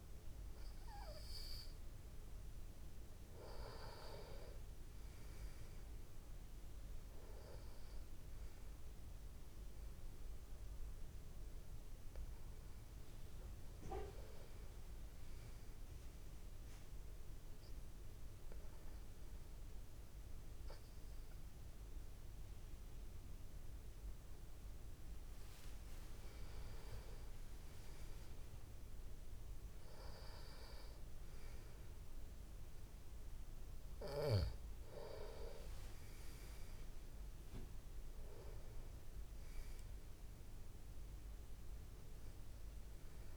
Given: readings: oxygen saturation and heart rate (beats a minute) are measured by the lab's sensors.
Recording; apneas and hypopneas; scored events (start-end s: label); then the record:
breathing in sleep by a room microphone; 1
4.00-16.00 s: oxygen desaturation (device-marked, oxygen 96% before, 92% lowest)
17.00-27.00 s: obstructive apnea (oxygen 96% before, 93% lowest)
31.00-35.00 s: arousal
From the record:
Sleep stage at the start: N2 (light sleep); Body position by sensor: on the back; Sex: male